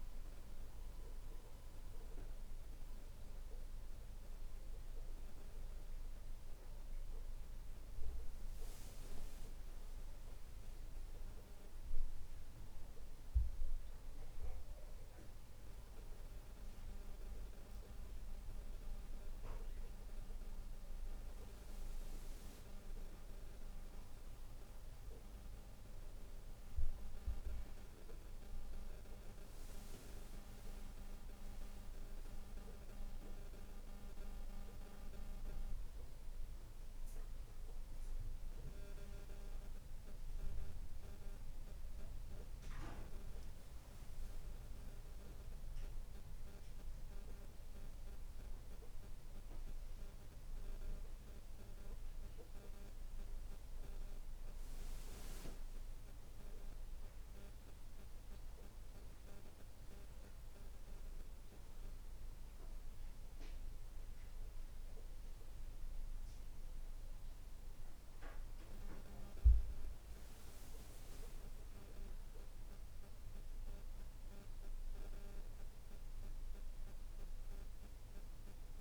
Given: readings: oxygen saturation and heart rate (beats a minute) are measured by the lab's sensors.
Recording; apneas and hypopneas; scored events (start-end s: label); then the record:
breathing in sleep by a room microphone; none
none scored
From the record:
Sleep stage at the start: N2 (light sleep); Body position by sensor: on the right side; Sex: male